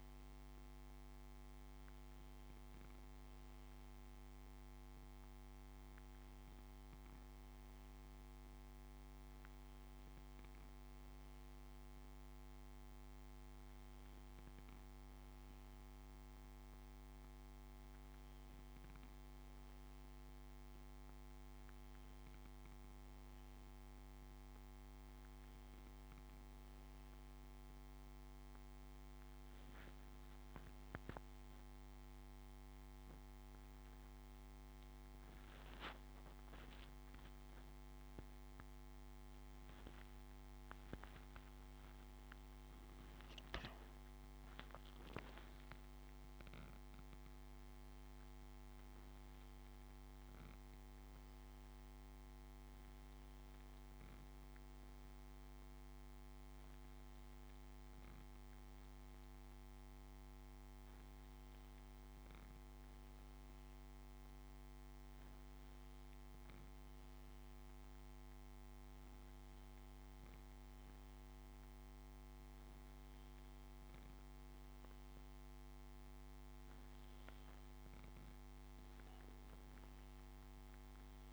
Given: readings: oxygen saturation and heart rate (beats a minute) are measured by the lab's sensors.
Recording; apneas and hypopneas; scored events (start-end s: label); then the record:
breathing in sleep, hard to hear, by a microphone on the trachea; none
34.00-39.00 s: arousal
From the record:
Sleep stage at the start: N1 (lightest sleep); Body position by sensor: on the back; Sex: male